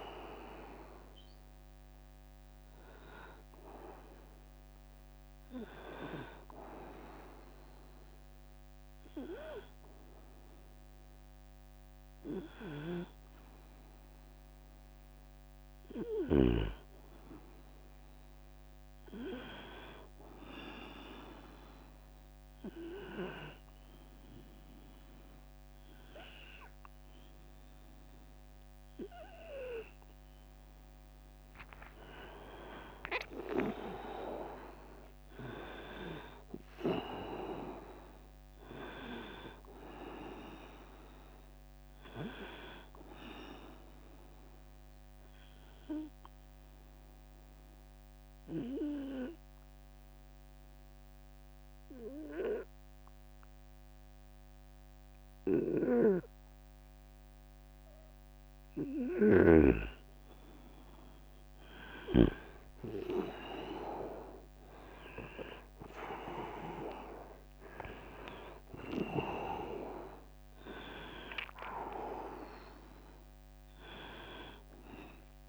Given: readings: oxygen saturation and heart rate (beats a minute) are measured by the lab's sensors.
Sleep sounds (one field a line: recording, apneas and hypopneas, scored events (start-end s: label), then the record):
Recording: breathing in sleep by a microphone on the trachea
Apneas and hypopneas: 2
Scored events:
0.00-11.00 s: drop in pulse transit time (device-marked, heart rate 76 extreme)
22.00-32.50 s: obstructive apnea (oxygen 97% before, 93% lowest, heart rate 82 before, 66 extreme, up 22 after)
34.00-38.00 s: arousal
35.00-45.00 s: drop in pulse transit time (device-marked, heart rate 75 before, 69 extreme)
44.50-58.00 s: obstructive apnea (oxygen 99% before, 93% lowest, heart rate 78 before, 71 extreme, up 8 after)
60.00-64.00 s: arousal
64.00-75.49 s: drop in pulse transit time (device-marked, heart rate 75 before, 73 extreme)
67.00-75.49 s: oxygen desaturation (device-marked, oxygen 99% before, 93% lowest, heart rate 75 before, 73 extreme)
From the record:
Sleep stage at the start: N2 (light sleep)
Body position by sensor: on the right side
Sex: male